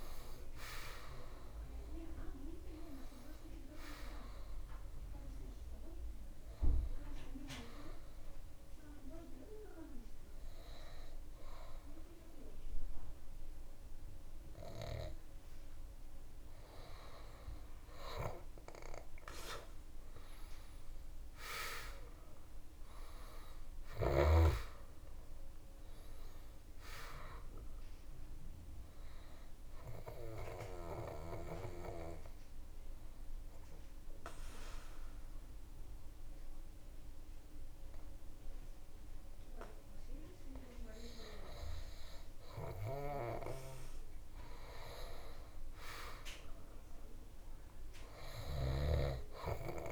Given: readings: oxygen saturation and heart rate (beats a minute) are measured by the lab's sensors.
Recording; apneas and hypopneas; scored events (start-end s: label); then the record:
breathing in sleep by a room microphone; 2
7.00-17.00 s: hypopnea (oxygen 98% before, 97% lowest)
20.00-23.00 s: arousal
30.50-41.50 s: obstructive apnea (oxygen 100% before, 96% lowest)
43.50-47.00 s: arousal
From the record:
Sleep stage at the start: N2 (light sleep); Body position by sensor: on the back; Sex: male